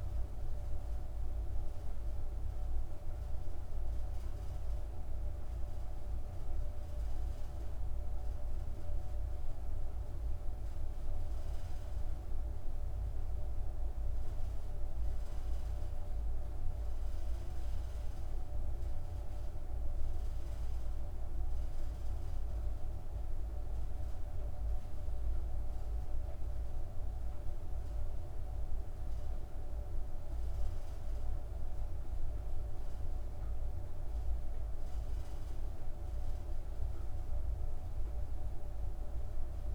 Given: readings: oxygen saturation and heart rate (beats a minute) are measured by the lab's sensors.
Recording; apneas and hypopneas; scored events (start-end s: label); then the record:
breathing in sleep, hard to hear, by a room microphone; 1
6.00-25.00 s: hypopnea (oxygen 98% before, 94% lowest)
26.50-29.50 s: arousal
From the record:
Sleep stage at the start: N2 (light sleep); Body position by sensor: on the back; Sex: female